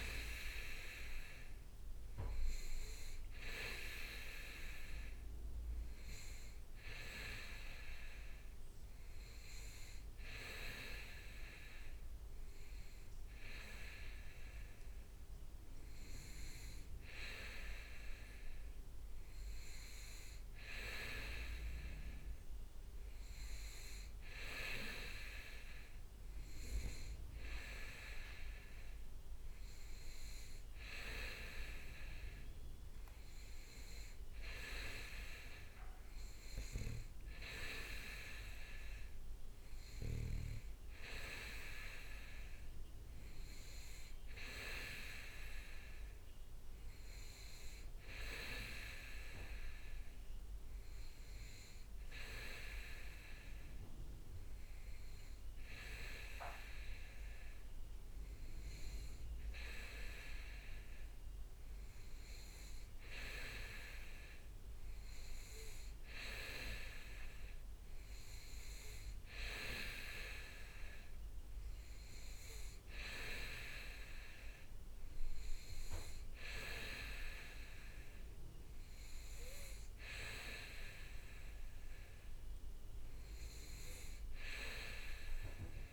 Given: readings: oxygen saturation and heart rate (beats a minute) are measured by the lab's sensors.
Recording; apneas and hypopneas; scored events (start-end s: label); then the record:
breathing in sleep by a room microphone; none
0.00-12.50 s: oxygen desaturation (device-marked, oxygen 95% lowest, heart rate 63 extreme)
From the record:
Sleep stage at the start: N2 (light sleep); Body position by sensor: on the back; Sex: male